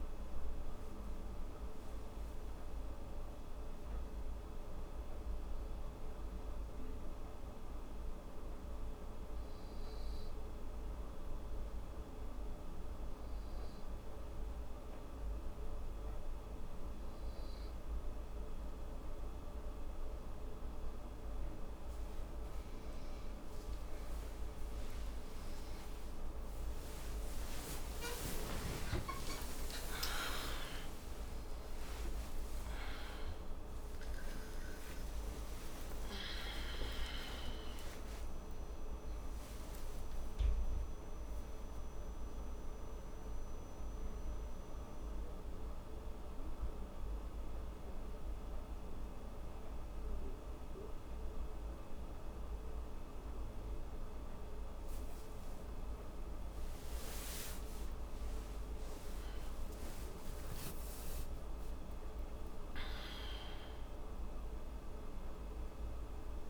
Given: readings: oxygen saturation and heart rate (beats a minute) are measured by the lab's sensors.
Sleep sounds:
a person awake in a sleep study, hard to hear, by a room microphone; none
32.50-66.50 s: new sleep stage, awake
From the record:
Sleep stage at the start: N2 (light sleep); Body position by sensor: on the back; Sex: female

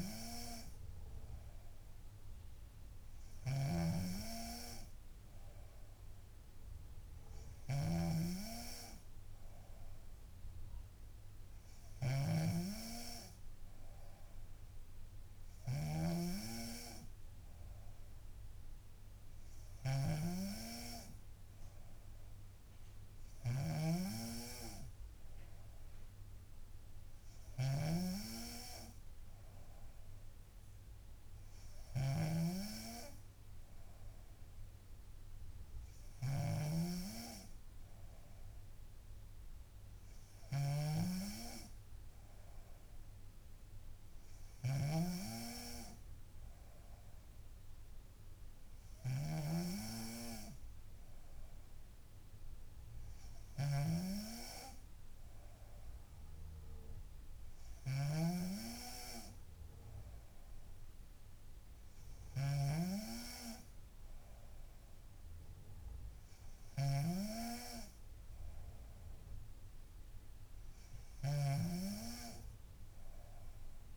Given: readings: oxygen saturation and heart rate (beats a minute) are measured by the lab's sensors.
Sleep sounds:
breathing in sleep by a room microphone; none
0.00-73.96 s: snoring (device-marked)
From the record:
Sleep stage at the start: N3 (deep sleep); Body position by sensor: on the back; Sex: female

